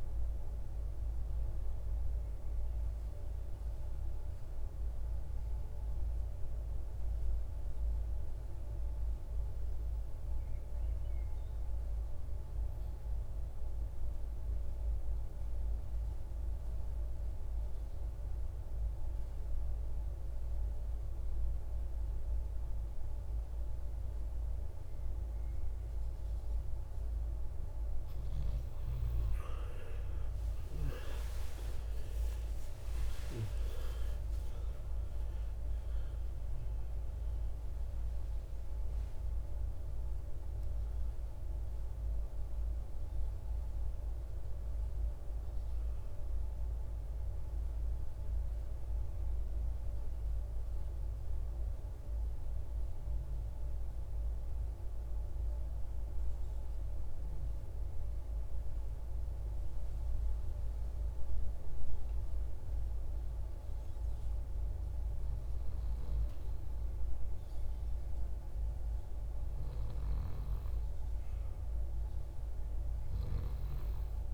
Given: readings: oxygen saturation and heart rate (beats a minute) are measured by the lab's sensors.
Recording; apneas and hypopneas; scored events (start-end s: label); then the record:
breathing in sleep, hard to hear, by a room microphone; 2
0.00-8.50 s: oxygen desaturation (device-marked, oxygen 92% lowest, heart rate 52 extreme)
6.50-26.00 s: obstructive apnea (oxygen 98% before, 88% lowest, heart rate 57 before, 52 extreme, up 22 after)
24.50-51.50 s: oxygen desaturation (device-marked, oxygen 97% before, 88% lowest, heart rate 54 before, 53 extreme)
29.50-34.50 s: arousal
49.50-64.00 s: mixed apnea (oxygen 96% before, 90% lowest, heart rate 67 before, 53 extreme, up 4 after)
66.50-71.00 s: arousal
From the record:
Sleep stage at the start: N2 (light sleep); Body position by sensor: on the right side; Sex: male